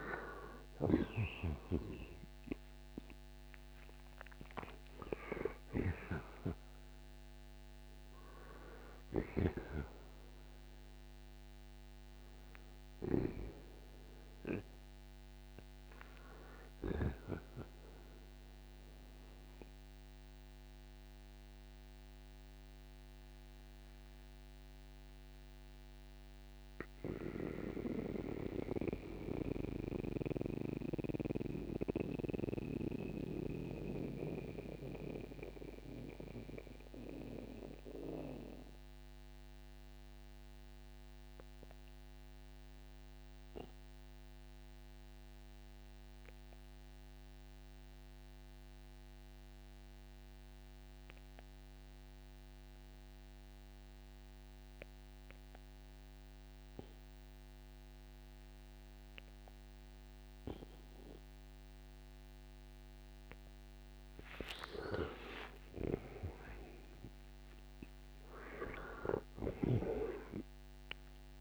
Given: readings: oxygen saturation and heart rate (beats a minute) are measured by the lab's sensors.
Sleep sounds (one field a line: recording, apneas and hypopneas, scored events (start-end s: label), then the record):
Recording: breathing in sleep by a microphone on the trachea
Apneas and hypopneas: 1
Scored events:
0.00-3.50 s: arousal
0.00-28.00 s: oxygen desaturation (device-marked, oxygen 80% lowest, heart rate 60 extreme)
0.50-17.00 s: snoring (device-marked)
19.50-63.00 s: mixed apnea (oxygen 95% before, 78% lowest, heart rate 80 before, 60 extreme, up 35 after)
51.00-71.41 s: oxygen desaturation (device-marked, oxygen 98% before, 78% lowest, heart rate 66 before, 56 extreme)
64.50-70.50 s: arousal
65.50-71.41 s: snoring (device-marked)
From the record:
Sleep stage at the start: N2 (light sleep)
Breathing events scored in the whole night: 304 in 4.4 hours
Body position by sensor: on the right side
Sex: male